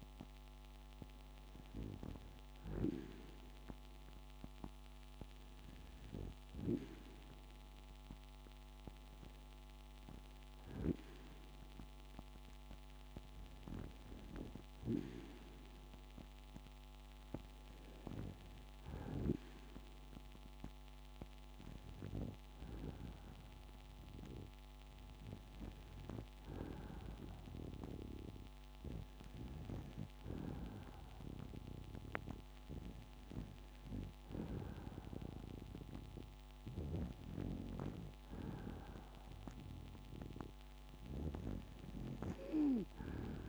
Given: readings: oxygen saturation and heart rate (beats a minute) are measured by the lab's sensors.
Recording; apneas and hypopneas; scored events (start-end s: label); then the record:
breathing in sleep by a microphone on the trachea; none
none scored
From the record:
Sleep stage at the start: N2 (light sleep); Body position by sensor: on the back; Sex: female